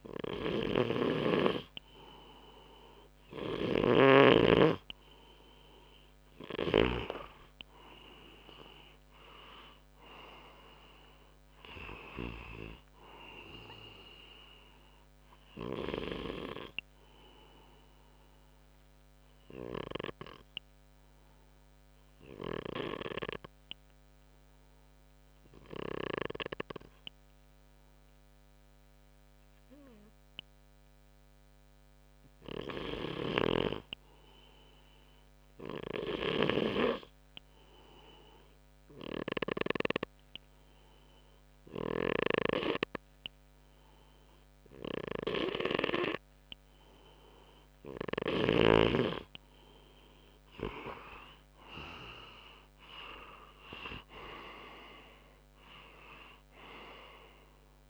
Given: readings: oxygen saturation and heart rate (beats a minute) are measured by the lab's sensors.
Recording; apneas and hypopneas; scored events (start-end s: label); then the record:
breathing in sleep by a microphone on the trachea; 2
0.00-6.50 s: snoring (device-marked)
6.00-10.50 s: arousal
16.50-30.00 s: obstructive apnea (oxygen 98% before, 94% lowest, heart rate 67 before, 62 extreme, up 1 after)
31.50-34.50 s: arousal
32.50-39.00 s: snoring (device-marked)
37.50-48.50 s: obstructive apnea (oxygen 97% before, 93% lowest, heart rate 64 before, 59 extreme, up 8 after)
41.00-45.50 s: snoring (device-marked)
50.00-54.00 s: arousal
From the record:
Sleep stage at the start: N2 (light sleep); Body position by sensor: on the front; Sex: male